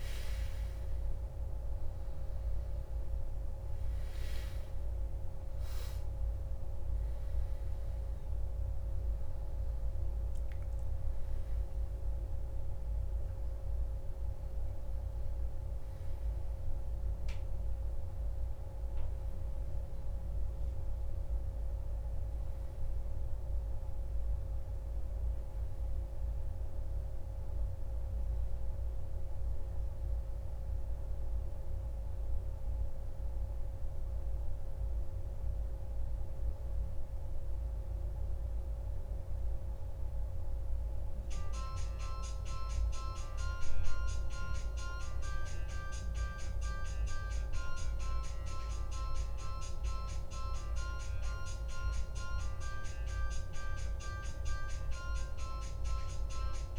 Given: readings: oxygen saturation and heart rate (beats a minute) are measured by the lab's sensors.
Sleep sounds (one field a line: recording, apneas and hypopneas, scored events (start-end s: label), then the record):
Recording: breathing in sleep by a room microphone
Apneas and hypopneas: none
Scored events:
0.00-29.50 s: oxygen desaturation (device-marked, oxygen 92% lowest)
From the record:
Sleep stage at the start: N1 (lightest sleep)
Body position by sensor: on the back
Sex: male